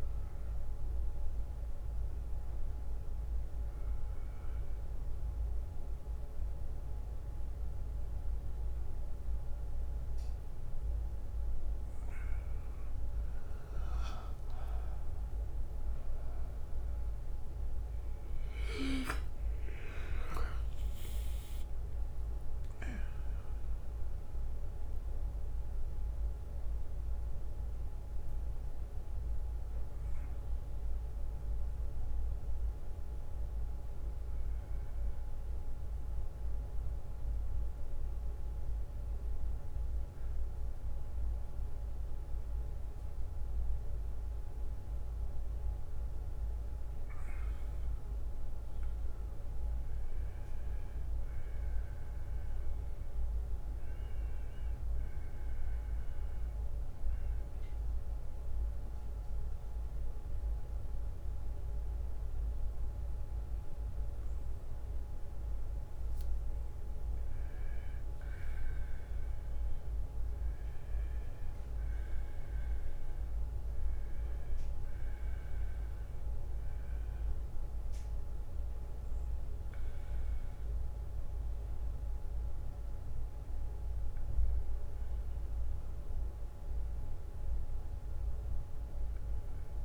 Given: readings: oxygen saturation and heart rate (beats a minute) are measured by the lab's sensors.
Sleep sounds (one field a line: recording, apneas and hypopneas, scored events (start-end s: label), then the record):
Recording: a person awake in a sleep study, hard to hear, by a room microphone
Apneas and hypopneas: none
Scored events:
10.50-12.50 s: long interval between heartbeats (device-marked)
24.00-41.00 s: oxygen desaturation (device-marked, oxygen 95% before, 92% lowest)
From the record:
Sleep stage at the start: awake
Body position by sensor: on the right side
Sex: male